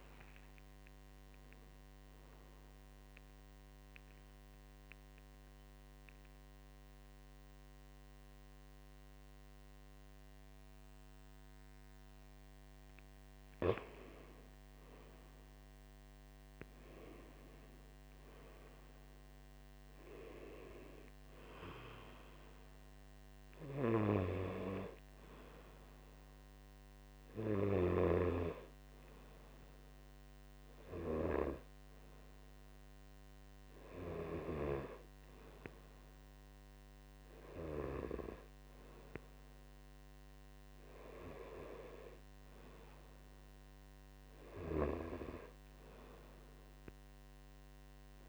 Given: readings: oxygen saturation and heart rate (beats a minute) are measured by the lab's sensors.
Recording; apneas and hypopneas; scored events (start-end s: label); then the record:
breathing in sleep by a microphone on the trachea; none
0.00-15.00 s: tachycardia (device-marked)
32.00-42.00 s: oxygen desaturation (device-marked, oxygen 98% before, 94% lowest)
From the record:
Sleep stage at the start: N2 (light sleep); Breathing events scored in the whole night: 109 in 4.7 hours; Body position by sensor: on the right side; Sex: male